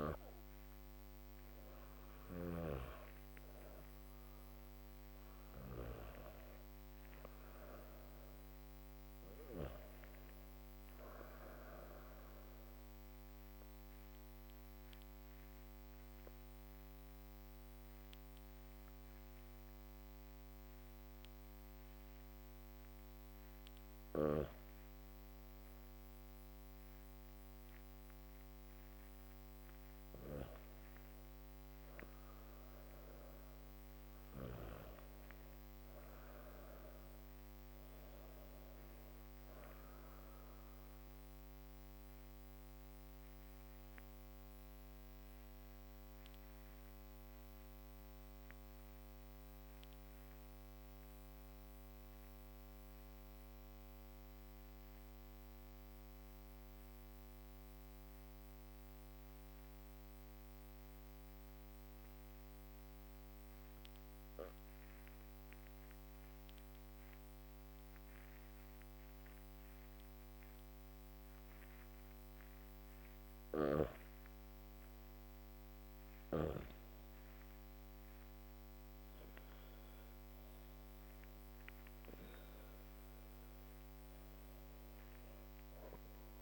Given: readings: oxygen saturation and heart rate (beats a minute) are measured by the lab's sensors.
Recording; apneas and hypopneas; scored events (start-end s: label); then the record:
breathing in sleep, hard to hear, by a microphone on the trachea; 2
0.00-2.00 s: arousal
11.50-24.00 s: obstructive apnea (oxygen 99% before, 91% lowest, heart rate 70 before, 58 extreme, up 8 after)
11.50-86.42 s: new sleep stage, REM sleep
17.50-28.50 s: drop in pulse transit time (device-marked, heart rate 69 before, 62 extreme)
26.50-30.50 s: arousal
39.50-71.50 s: obstructive apnea (oxygen 98% before, 91% lowest, heart rate 68 before, 59 extreme, up 13 after)
44.50-57.50 s: drop in pulse transit time (device-marked, heart rate 67 before, 58 extreme)
67.50-86.42 s: oxygen desaturation (device-marked, oxygen 99% before, 91% lowest, heart rate 66 before, 60 extreme)
73.00-77.00 s: arousal
76.50-86.42 s: drop in pulse transit time (device-marked, heart rate 69 before, 70 extreme)
From the record:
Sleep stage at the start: N2 (light sleep); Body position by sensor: on the back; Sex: female